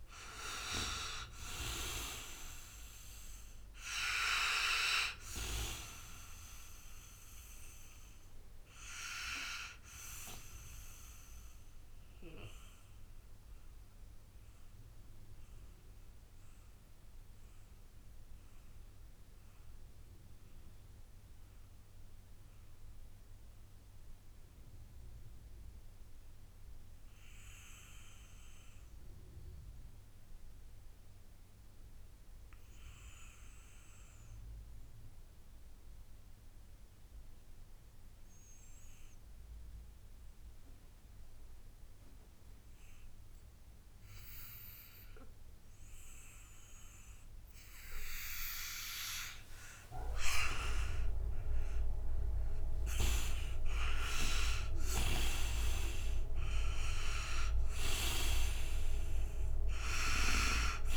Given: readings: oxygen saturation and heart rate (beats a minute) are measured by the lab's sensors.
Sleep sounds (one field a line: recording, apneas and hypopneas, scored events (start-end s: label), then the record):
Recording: breathing in sleep by a room microphone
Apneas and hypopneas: 1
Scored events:
0.00-28.50 s: oxygen desaturation (device-marked, oxygen 78% lowest, heart rate 53 extreme)
7.00-48.00 s: mixed apnea (oxygen 98% before, 78% lowest, heart rate 62 before, 57 extreme, up 7 after)
44.50-60.96 s: oxygen desaturation (device-marked, oxygen 98% before, 78% lowest, heart rate 59 before, 59 extreme)
49.50-53.50 s: arousal
From the record:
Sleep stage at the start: N2 (light sleep)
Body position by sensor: on the right side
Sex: male